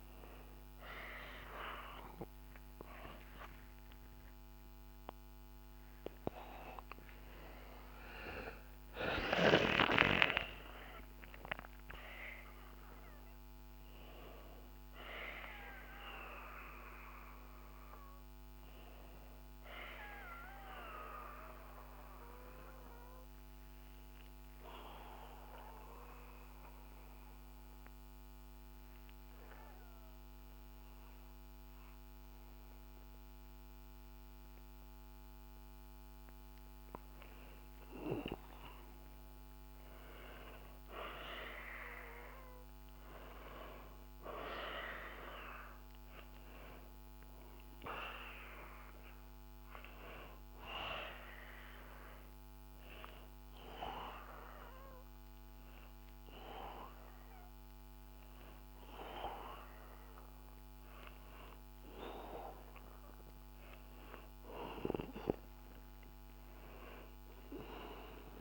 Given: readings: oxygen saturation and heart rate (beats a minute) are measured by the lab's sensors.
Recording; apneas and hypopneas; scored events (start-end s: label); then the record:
breathing in sleep by a microphone on the trachea; 2
2.50-8.50 s: arousal
18.50-68.41 s: new sleep stage, N2 (light sleep)
26.00-37.00 s: obstructive apnea (oxygen 95% before, 94% lowest, heart rate 91 before, 60 extreme, up 0 after)
40.00-44.00 s: arousal
51.00-63.50 s: hypopnea (oxygen 98% before, 93% lowest, heart rate 63 before, 63 extreme, up 1 after)
53.50-63.50 s: oxygen desaturation (device-marked, oxygen 98% before, 94% lowest, heart rate 62 before, 63 extreme)
67.00-68.41 s: arousal
From the record:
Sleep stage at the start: N1 (lightest sleep); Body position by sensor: on the back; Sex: male